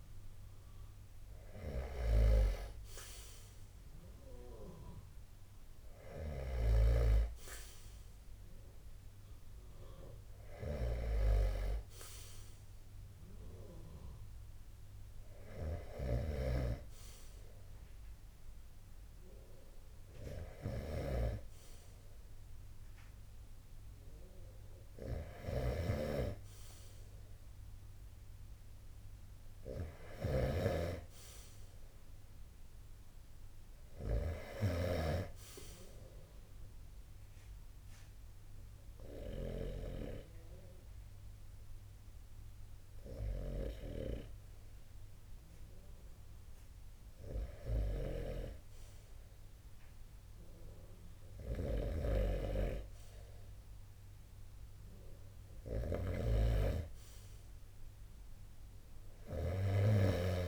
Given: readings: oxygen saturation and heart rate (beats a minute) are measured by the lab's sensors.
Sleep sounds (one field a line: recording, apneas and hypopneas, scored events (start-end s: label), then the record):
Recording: breathing in sleep by a room microphone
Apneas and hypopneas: 1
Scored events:
5.50-33.50 s: snoring (device-marked)
28.50-32.50 s: arousal
36.50-49.00 s: hypopnea (oxygen 94% before, 88% lowest, heart rate 58 before, 50 extreme, up 0 after)
50.50-60.47 s: snoring (device-marked)
52.00-56.00 s: arousal
56.00-60.47 s: oxygen desaturation (device-marked, oxygen 93% before, 88% lowest, heart rate 59 before, 50 extreme)
From the record:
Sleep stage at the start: N2 (light sleep)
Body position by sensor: on the right side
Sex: male